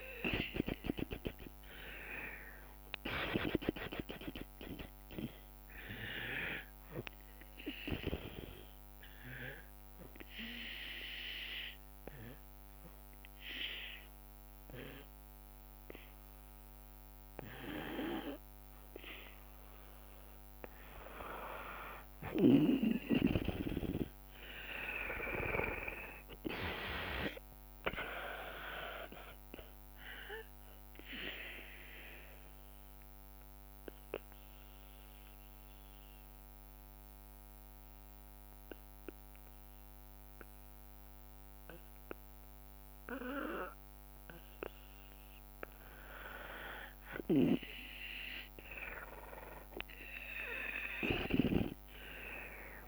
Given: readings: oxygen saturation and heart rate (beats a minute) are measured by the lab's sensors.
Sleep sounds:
breathing in sleep by a microphone on the trachea; 2
0.00-11.50 s: drop in pulse transit time (device-marked, heart rate 62 extreme)
7.00-20.00 s: obstructive apnea (oxygen 96% before, 91% lowest, heart rate 69 before, 58 extreme, up 12 after)
22.00-25.00 s: arousal
25.50-44.50 s: oxygen desaturation (device-marked, oxygen 97% before, 91% lowest, heart rate 66 before, 58 extreme)
26.50-37.50 s: drop in pulse transit time (device-marked, heart rate 65 before, 60 extreme)
30.00-45.00 s: obstructive apnea (oxygen 97% before, 91% lowest, heart rate 67 before, 58 extreme, up 12 after)
48.00-51.50 s: arousal
51.50-52.87 s: drop in pulse transit time (device-marked, heart rate 69 before, 69 extreme)
From the record:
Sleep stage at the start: N2 (light sleep); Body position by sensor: on the back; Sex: female

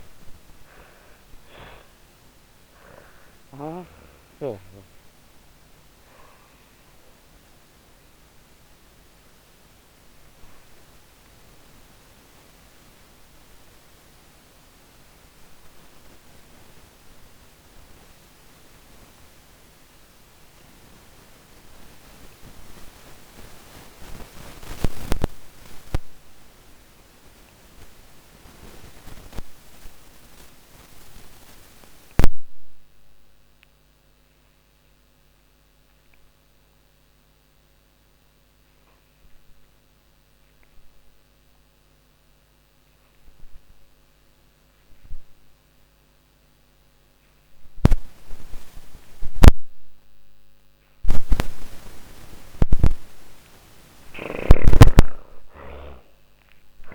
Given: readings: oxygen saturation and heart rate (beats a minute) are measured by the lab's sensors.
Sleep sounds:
breathing in sleep by a microphone on the trachea; 1
0.00-1.00 s: arousal
0.00-20.50 s: oxygen desaturation (device-marked, oxygen 75% lowest, heart rate 40 extreme)
3.50-51.50 s: obstructive apnea (oxygen 98% before, 72% lowest)
38.50-56.95 s: oxygen desaturation (device-marked, oxygen 98% before, 72% lowest)
52.50-56.50 s: snoring (device-marked)
53.00-56.95 s: arousal
From the record:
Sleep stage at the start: N2 (light sleep); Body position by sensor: on the back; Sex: female

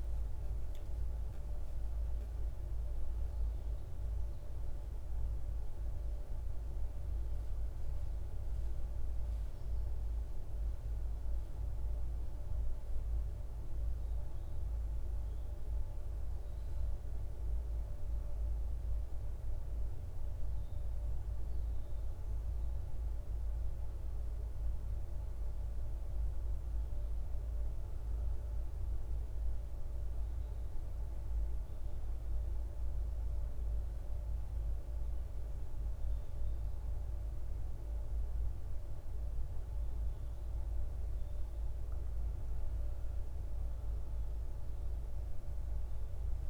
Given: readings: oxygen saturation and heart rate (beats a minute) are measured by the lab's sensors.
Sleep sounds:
a person partly awake in a sleep study, hard to hear, by a room microphone; 1
5.50-46.50 s: new sleep stage, N2 (light sleep)
6.00-21.50 s: hypopnea (oxygen 99% before, 95% lowest, heart rate 76 before, 52 extreme, up 4 after)
23.00-27.00 s: arousal
From the record:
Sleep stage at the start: awake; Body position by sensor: on the right side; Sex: male

